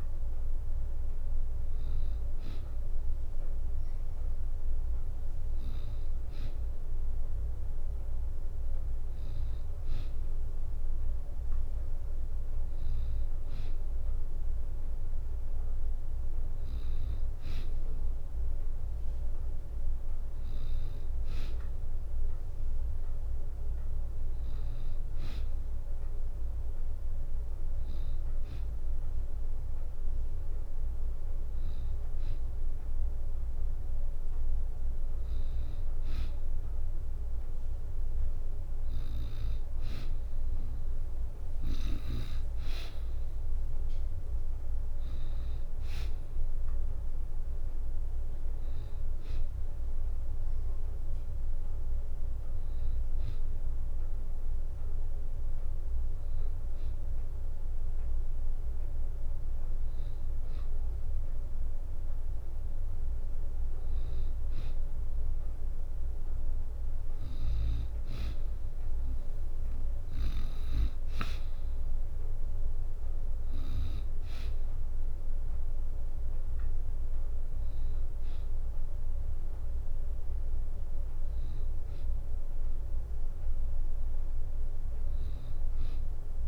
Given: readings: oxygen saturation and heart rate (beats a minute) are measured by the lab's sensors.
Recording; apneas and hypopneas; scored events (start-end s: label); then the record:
breathing in sleep, hard to hear, by a room microphone; none
none scored
From the record:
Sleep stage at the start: N3 (deep sleep); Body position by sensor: on the back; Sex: female